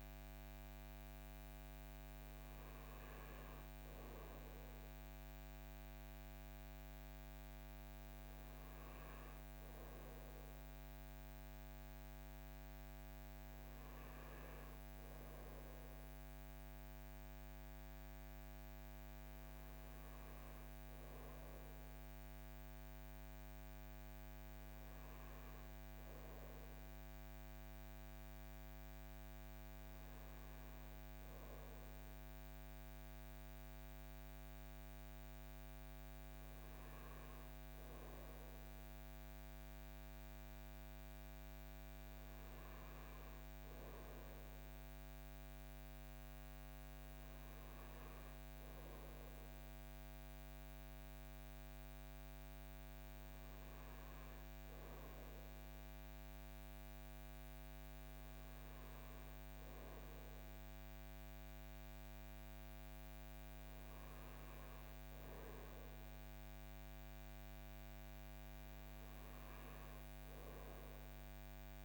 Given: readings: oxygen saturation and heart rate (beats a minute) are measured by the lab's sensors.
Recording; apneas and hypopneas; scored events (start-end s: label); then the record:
breathing in sleep, hard to hear, by a microphone on the trachea; none
none scored
From the record:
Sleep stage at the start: N2 (light sleep); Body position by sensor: on the front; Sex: male